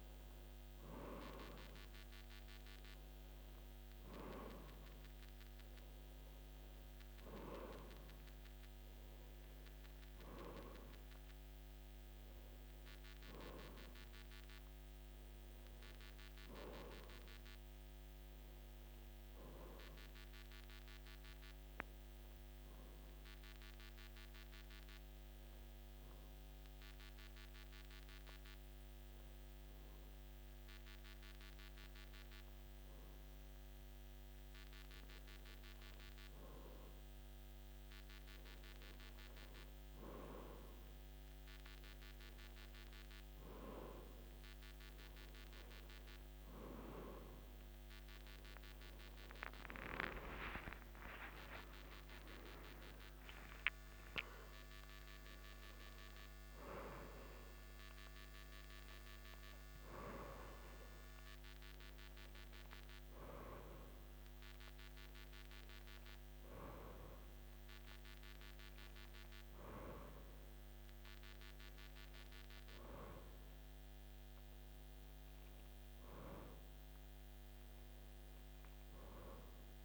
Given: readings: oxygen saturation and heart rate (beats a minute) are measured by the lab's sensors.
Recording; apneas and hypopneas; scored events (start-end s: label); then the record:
breathing in sleep by a microphone on the trachea; 1
0.00-17.50 s: oxygen desaturation (device-marked, oxygen 90% lowest, heart rate 49 extreme)
12.50-17.50 s: arousal
21.00-35.00 s: hypopnea (oxygen 93% before, 91% lowest, heart rate 55 before, 51 extreme, up 3 after)
39.00-44.00 s: arousal
68.50-79.85 s: new sleep stage, N2 (light sleep)
From the record:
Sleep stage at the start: N1 (lightest sleep); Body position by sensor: on the back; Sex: male